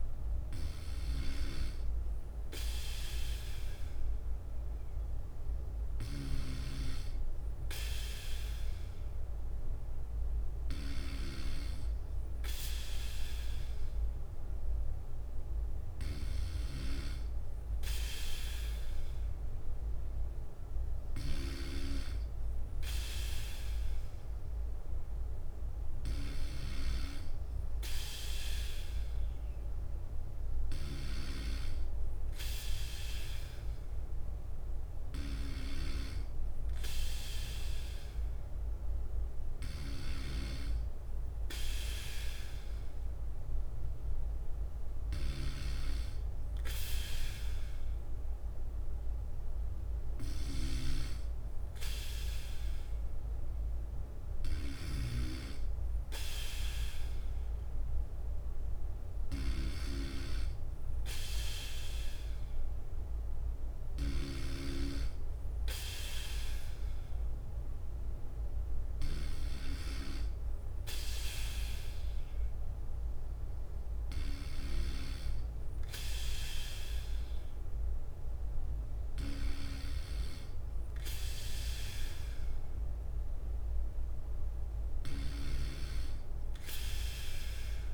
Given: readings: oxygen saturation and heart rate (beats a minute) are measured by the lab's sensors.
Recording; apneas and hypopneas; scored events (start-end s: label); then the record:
breathing in sleep by a room microphone; none
0.00-16.50 s: bradycardia (device-marked, heart rate 58 extreme)
50.50-75.50 s: bradycardia (device-marked, heart rate 59 before, 57 extreme)
78.50-87.94 s: bradycardia (device-marked, heart rate 59 before, 58 extreme)
From the record:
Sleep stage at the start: N3 (deep sleep); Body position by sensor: on the back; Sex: male